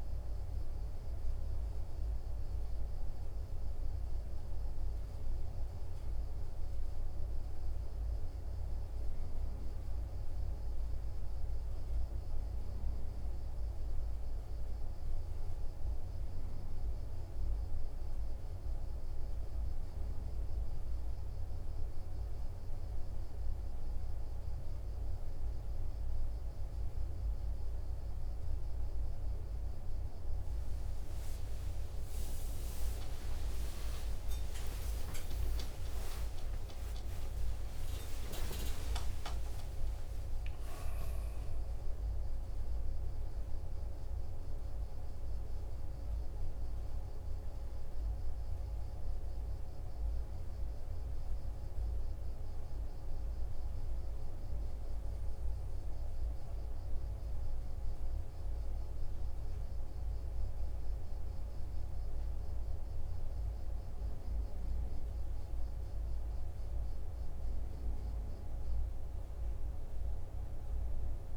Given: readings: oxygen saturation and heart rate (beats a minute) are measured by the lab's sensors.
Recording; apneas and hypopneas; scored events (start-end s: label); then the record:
breathing in sleep, hard to hear, by a room microphone; none
32.00-38.50 s: arousal
From the record:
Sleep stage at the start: N1 (lightest sleep); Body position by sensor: on the right side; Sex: male